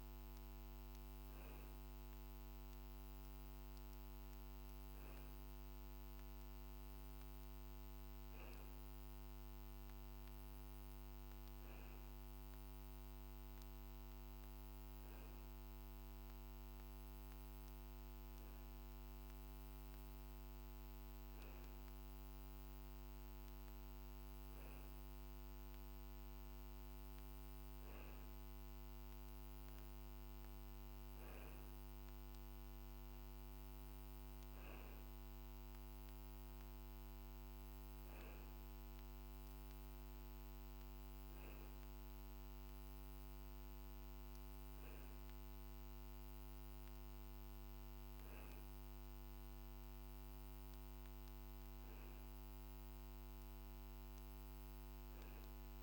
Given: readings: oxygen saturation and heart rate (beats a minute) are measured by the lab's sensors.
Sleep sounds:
breathing in sleep, hard to hear, by a microphone on the trachea; none
none scored
From the record:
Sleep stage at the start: N2 (light sleep); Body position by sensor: on the back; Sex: male

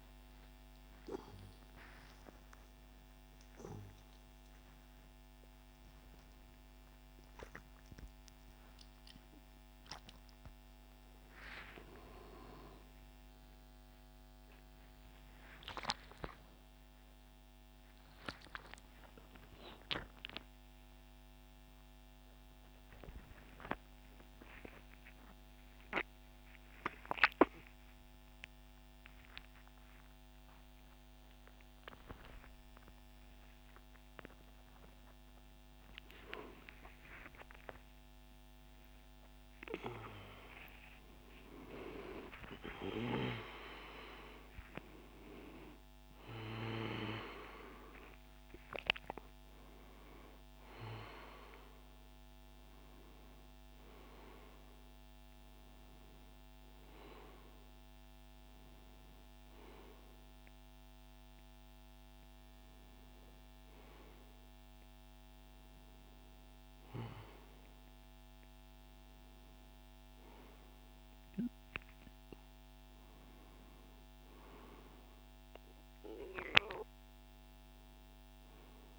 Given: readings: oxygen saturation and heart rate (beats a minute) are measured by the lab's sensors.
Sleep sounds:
a person awake in a sleep study, by a microphone on the trachea; none
65.50-78.99 s: new sleep stage, N1 (lightest sleep)
From the record:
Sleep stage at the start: awake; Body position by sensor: on the right side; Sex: male

